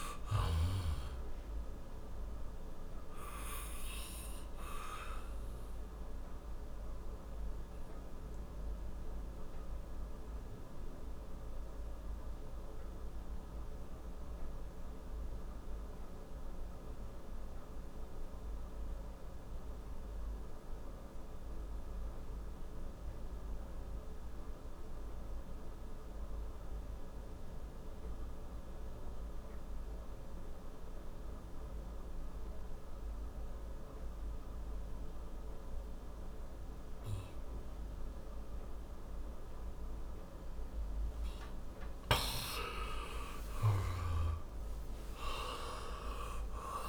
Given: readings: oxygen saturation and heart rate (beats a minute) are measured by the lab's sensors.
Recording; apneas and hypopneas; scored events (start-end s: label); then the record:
breathing in sleep by a room microphone; 1
0.00-24.50 s: oxygen desaturation (device-marked, oxygen 88% lowest, heart rate 55 extreme)
5.50-41.00 s: obstructive apnea (oxygen 98% before, 88% lowest, heart rate 70 before, 55 extreme, up 20 after)
42.50-46.88 s: arousal
43.50-46.88 s: oxygen desaturation (device-marked, oxygen 97% before, 90% lowest, heart rate 61 before, 54 extreme)
From the record:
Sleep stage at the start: N2 (light sleep); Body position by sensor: on the back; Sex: male